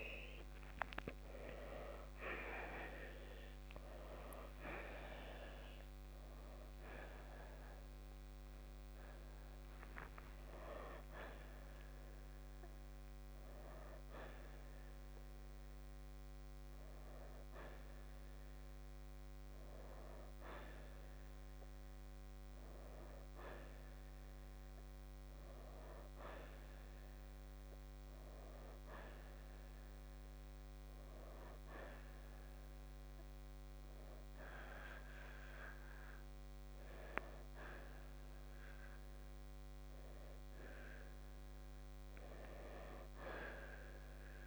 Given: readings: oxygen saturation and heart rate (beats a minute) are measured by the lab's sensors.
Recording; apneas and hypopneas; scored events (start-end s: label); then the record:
breathing in sleep by a microphone on the trachea; none
0.00-1.50 s: arousal
0.00-1.50 s: oxygen desaturation (device-marked, oxygen 88% lowest, heart rate 57 extreme)
10.50-40.50 s: new sleep stage, N1 (lightest sleep)
12.50-25.50 s: oxygen desaturation (device-marked, oxygen 94% before, 86% lowest, heart rate 66 before, 62 extreme)
40.50-44.47 s: new sleep stage, N2 (light sleep)
41.00-44.47 s: arousal
From the record:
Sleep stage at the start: N2 (light sleep); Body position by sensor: on the right side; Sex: male